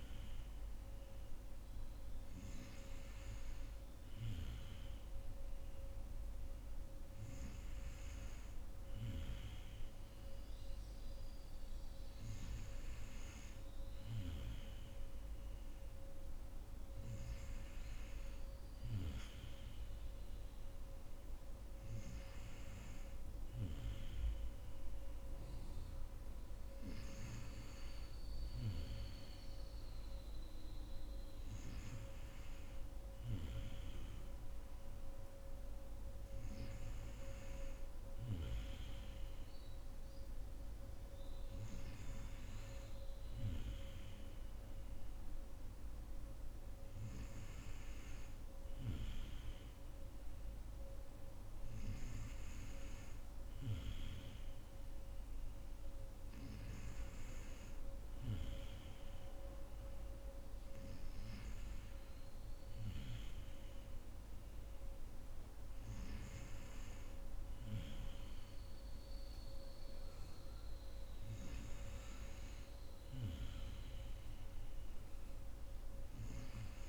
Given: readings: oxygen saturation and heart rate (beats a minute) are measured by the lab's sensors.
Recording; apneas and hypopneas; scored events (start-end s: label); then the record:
breathing in sleep by a room microphone; none
none scored
From the record:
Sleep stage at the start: N2 (light sleep); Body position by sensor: on the right side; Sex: female